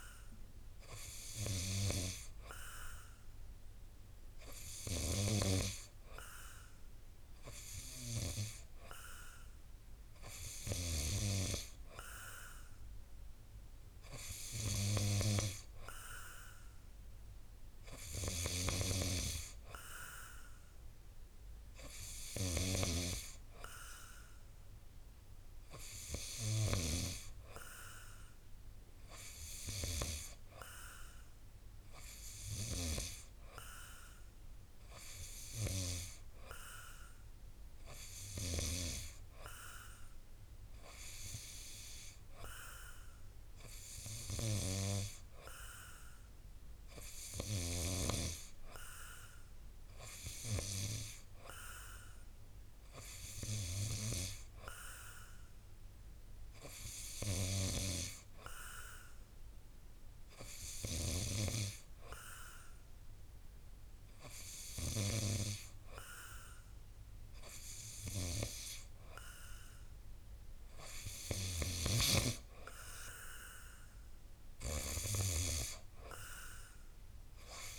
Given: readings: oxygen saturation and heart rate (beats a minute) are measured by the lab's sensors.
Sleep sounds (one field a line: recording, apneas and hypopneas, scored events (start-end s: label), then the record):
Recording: breathing in sleep by a room microphone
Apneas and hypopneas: none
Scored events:
none scored
From the record:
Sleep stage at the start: N2 (light sleep)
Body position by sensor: on the back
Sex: male